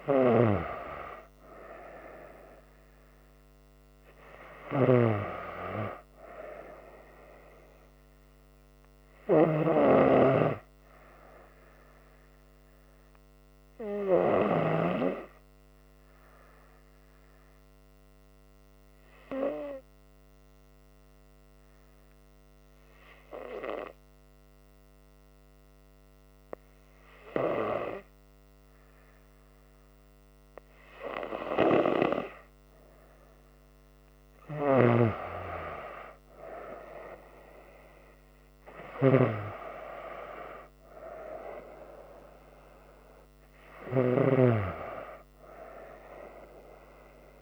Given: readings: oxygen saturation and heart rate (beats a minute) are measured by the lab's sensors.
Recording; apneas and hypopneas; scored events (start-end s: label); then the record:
breathing in sleep by a microphone on the trachea; 1
10.00-15.00 s: snoring (device-marked)
18.00-31.00 s: hypopnea (oxygen 98% before, 95% lowest, heart rate 68 before, 66 extreme, up 2 after)
33.00-35.50 s: arousal
39.00-47.42 s: snoring (device-marked)
From the record:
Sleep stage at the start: N2 (light sleep); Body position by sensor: on the front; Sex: female